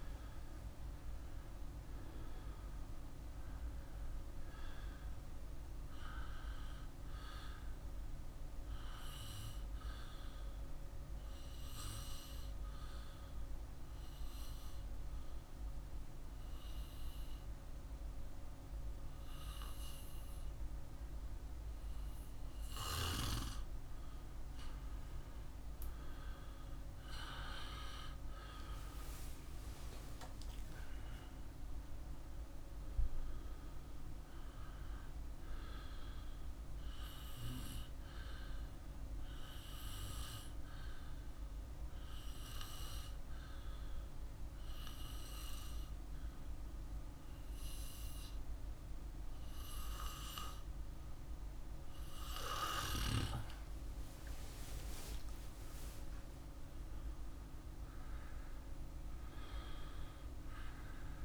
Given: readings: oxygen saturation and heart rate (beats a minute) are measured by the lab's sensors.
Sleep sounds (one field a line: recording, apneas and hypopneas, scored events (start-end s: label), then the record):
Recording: breathing in sleep by a room microphone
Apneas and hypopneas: 2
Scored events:
0.00-11.00 s: oxygen desaturation (device-marked, oxygen 93% lowest, heart rate 55 extreme)
11.00-24.00 s: obstructive apnea (oxygen 97% before, 94% lowest, heart rate 57 before, 54 extreme, up 1 after)
26.00-30.00 s: arousal
30.00-47.00 s: oxygen desaturation (device-marked, oxygen 97% before, 94% lowest, heart rate 55 before, 54 extreme)
41.00-53.00 s: obstructive apnea (oxygen 97% before, 94% lowest, heart rate 56 before, 54 extreme, up 3 after)
54.00-58.00 s: arousal
From the record:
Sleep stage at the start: N2 (light sleep)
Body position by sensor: on the back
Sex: male